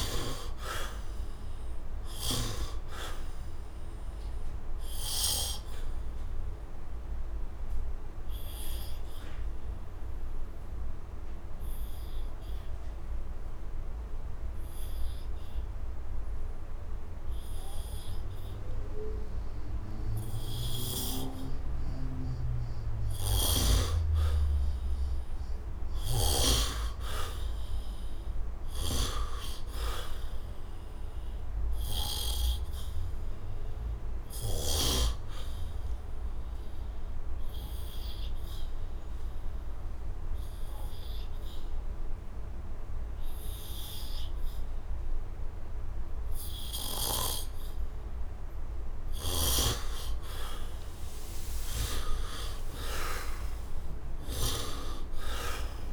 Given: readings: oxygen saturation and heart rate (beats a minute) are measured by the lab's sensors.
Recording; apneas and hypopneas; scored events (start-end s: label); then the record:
breathing in sleep by a room microphone; 2
0.00-23.00 s: oxygen desaturation (device-marked, oxygen 65% lowest, heart rate 70 extreme)
5.00-21.50 s: obstructive apnea (oxygen 99% before, 65% lowest, heart rate 84 before, 70 extreme, up 11 after)
24.00-28.50 s: arousal
28.00-34.50 s: snoring (device-marked)
28.00-41.00 s: oxygen desaturation (device-marked, oxygen 99% before, 83% lowest, heart rate 74 before, 76 extreme)
33.50-46.50 s: obstructive apnea (oxygen 99% before, 67% lowest, heart rate 77 before, 76 extreme, up 37 after)
48.50-52.50 s: arousal
48.50-54.00 s: snoring (device-marked)
52.00-55.93 s: oxygen desaturation (device-marked, oxygen 97% before, 84% lowest, heart rate 81 before, 76 extreme)
From the record:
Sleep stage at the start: N2 (light sleep); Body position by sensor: on the back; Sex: male